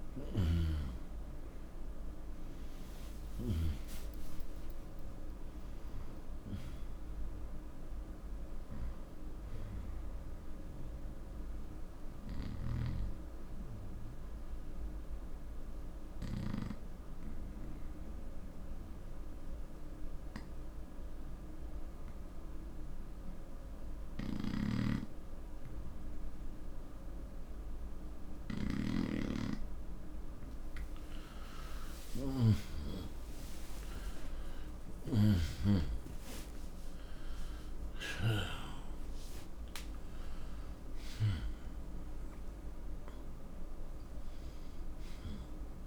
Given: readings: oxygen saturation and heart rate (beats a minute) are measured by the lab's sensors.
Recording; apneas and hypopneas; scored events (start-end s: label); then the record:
breathing in sleep by a room microphone; 1
0.00-1.50 s: arousal
1.00-21.00 s: oxygen desaturation (device-marked, oxygen 97% before, 91% lowest, heart rate 62 before, 62 extreme)
10.50-29.50 s: obstructive apnea (oxygen 97% before, 89% lowest, heart rate 70 before, 62 extreme, up 14 after)
31.50-36.50 s: arousal
35.00-45.00 s: oxygen desaturation (device-marked, oxygen 97% before, 92% lowest, heart rate 64 before, 62 extreme)
From the record:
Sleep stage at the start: N2 (light sleep); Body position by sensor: on the right side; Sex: male